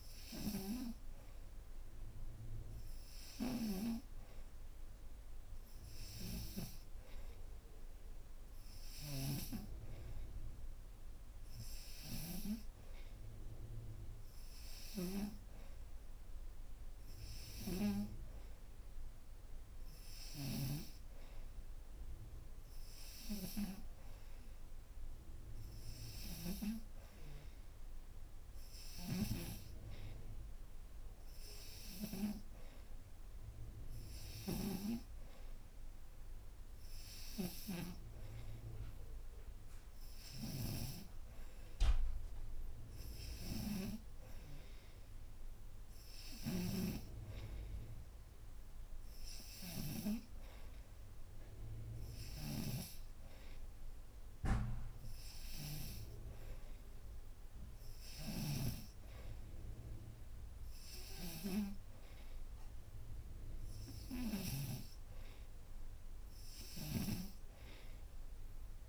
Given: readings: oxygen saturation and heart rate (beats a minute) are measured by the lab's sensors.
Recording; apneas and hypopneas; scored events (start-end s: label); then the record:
breathing in sleep by a room microphone; none
46.00-64.50 s: snoring (device-marked)
From the record:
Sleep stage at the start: N2 (light sleep); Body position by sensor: upright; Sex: female